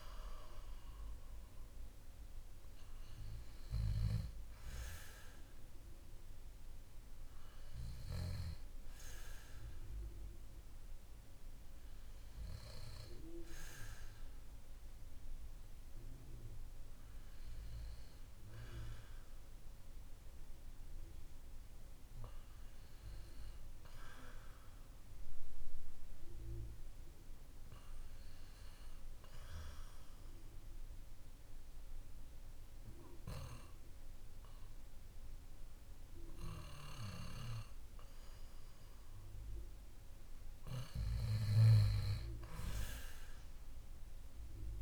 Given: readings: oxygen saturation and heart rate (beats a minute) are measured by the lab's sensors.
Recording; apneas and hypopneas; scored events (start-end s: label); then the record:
breathing in sleep by a room microphone; 1
29.50-40.50 s: obstructive apnea (oxygen 96% before, 93% lowest, heart rate 54 before, 51 extreme, up 2 after)
43.00-44.82 s: arousal
From the record:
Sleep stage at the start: N2 (light sleep); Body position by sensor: on the back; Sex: male